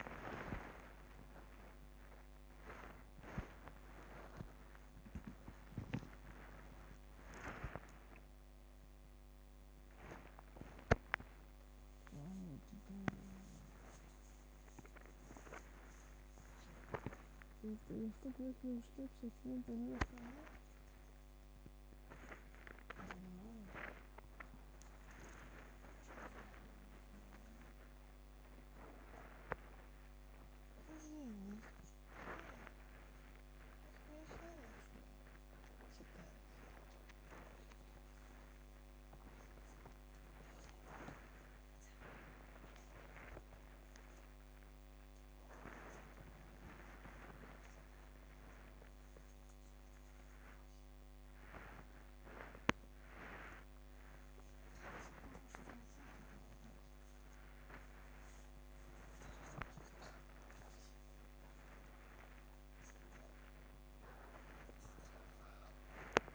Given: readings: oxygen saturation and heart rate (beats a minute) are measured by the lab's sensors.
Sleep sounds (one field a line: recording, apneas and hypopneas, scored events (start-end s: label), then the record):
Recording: a person awake in a sleep study, by a microphone on the trachea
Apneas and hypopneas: none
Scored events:
0.00-6.50 s: oxygen desaturation (device-marked, oxygen 93% lowest, heart rate 101 extreme)
From the record:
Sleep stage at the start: awake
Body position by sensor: upright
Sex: female